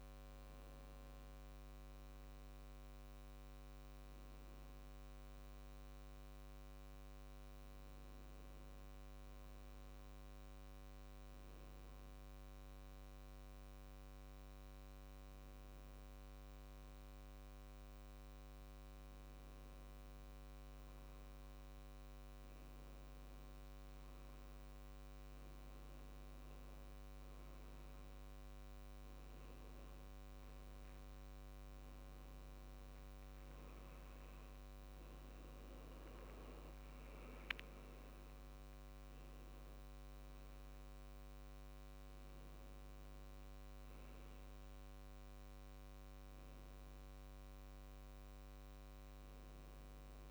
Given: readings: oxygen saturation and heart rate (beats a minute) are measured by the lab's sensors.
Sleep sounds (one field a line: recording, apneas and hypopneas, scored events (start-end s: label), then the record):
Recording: breathing in sleep, hard to hear, by a microphone on the trachea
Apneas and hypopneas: 1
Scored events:
10.00-22.50 s: hypopnea (oxygen 97% before, 91% lowest, heart rate 78 before, 76 extreme, up 1 after)
24.00-27.50 s: arousal
31.00-45.00 s: oxygen desaturation (device-marked, oxygen 95% before, 91% lowest, heart rate 77 before, 71 extreme)
From the record:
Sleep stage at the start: N2 (light sleep)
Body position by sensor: on the back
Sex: male